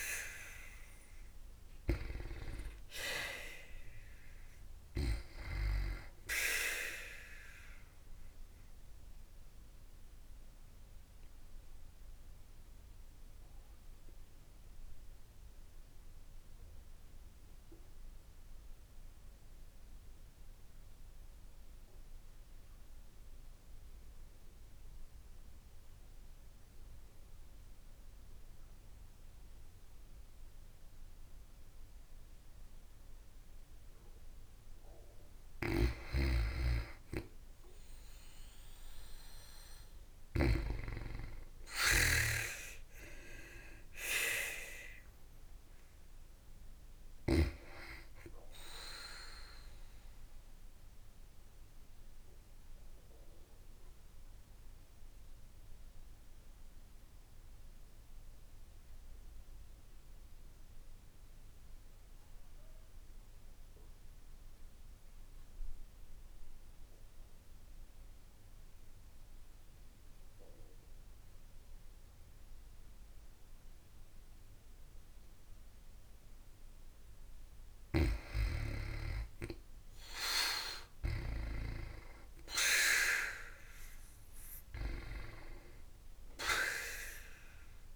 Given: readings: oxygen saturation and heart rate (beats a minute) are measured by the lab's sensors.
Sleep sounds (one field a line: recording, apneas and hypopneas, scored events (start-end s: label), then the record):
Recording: breathing in sleep by a room microphone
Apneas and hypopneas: 2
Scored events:
0.00-8.00 s: oxygen desaturation (device-marked, oxygen 87% lowest, heart rate 52 extreme)
7.00-35.00 s: obstructive apnea (oxygen 95% before, 88% lowest, heart rate 65 before, 52 extreme, up 18 after)
36.50-39.50 s: arousal
39.00-48.00 s: oxygen desaturation (device-marked, oxygen 95% before, 88% lowest, heart rate 56 before, 53 extreme)
50.50-75.00 s: obstructive apnea (oxygen 95% before, 89% lowest, heart rate 65 before, 52 extreme, up 8 after)
76.00-87.96 s: oxygen desaturation (device-marked, oxygen 95% before, 89% lowest, heart rate 55 before, 52 extreme)
80.00-83.50 s: arousal
From the record:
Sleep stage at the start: N2 (light sleep)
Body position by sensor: on the back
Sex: female